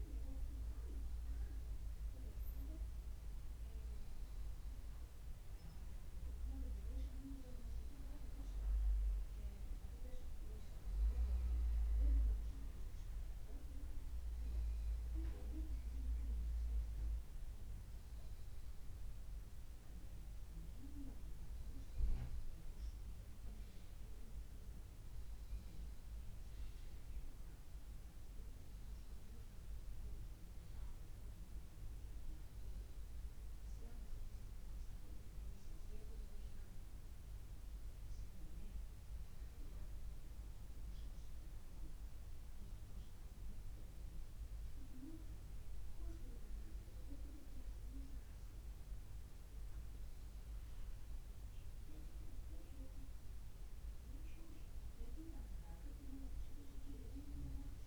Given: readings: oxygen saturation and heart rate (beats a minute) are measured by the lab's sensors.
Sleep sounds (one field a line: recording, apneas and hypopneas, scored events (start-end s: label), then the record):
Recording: breathing in sleep by a room microphone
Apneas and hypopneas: none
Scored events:
49.00-57.87 s: new sleep stage, N2 (light sleep)
From the record:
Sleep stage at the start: N1 (lightest sleep)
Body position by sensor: upright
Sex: male